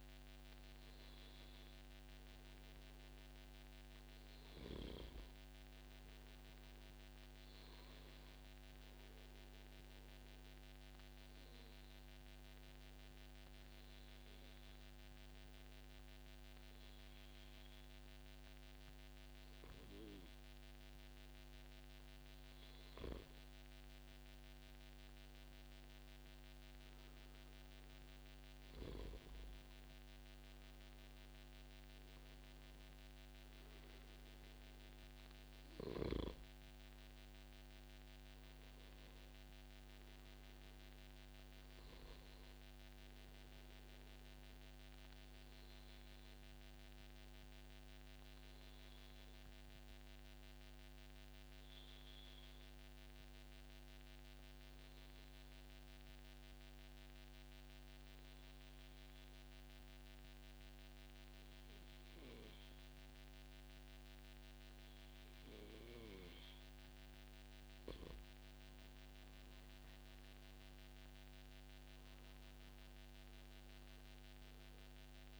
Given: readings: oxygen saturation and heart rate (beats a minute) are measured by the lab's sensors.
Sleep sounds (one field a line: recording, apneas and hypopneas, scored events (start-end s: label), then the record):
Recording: breathing in sleep, hard to hear, by a microphone on the trachea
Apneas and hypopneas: 2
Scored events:
6.50-22.00 s: obstructive apnea (oxygen 96% before, 92% lowest, heart rate 139 before, 97 extreme, up 0 after)
24.00-27.50 s: arousal
27.00-29.00 s: long interval between heartbeats (device-marked, heart rate 145 before, 134 extreme)
45.00-66.00 s: obstructive apnea (oxygen 95% before, 92% lowest, heart rate 130 before, 142 extreme, up 1 after)
68.00-72.00 s: arousal
74.00-75.40 s: oxygen desaturation (device-marked, oxygen 96% before, 92% lowest, heart rate 144 before, 134 extreme)
From the record:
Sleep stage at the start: N2 (light sleep)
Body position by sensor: on the back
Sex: male